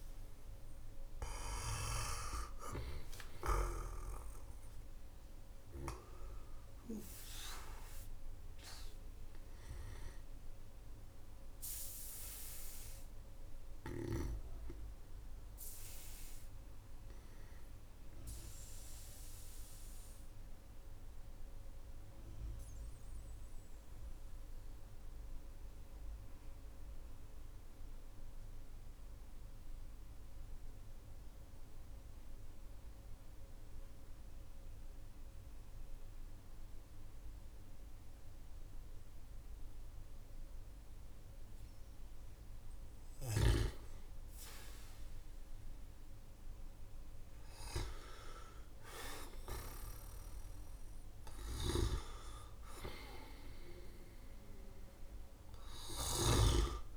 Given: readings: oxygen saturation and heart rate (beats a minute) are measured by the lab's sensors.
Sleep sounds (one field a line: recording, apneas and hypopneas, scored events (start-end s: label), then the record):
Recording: breathing in sleep by a room microphone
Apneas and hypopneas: 1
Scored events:
0.00-3.50 s: snoring (device-marked)
2.50-26.50 s: oxygen desaturation (device-marked, oxygen 97% before, 93% lowest, heart rate 58 before, 47 extreme)
12.00-15.50 s: arousal
17.50-42.50 s: obstructive apnea (oxygen 98% before, 93% lowest, heart rate 56 before, 47 extreme, up 14 after)
45.00-49.00 s: arousal
51.00-56.00 s: snoring (device-marked)
52.50-56.97 s: oxygen desaturation (device-marked, oxygen 98% before, 95% lowest, heart rate 55 before, 46 extreme)
From the record:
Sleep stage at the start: N2 (light sleep)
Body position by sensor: on the back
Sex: male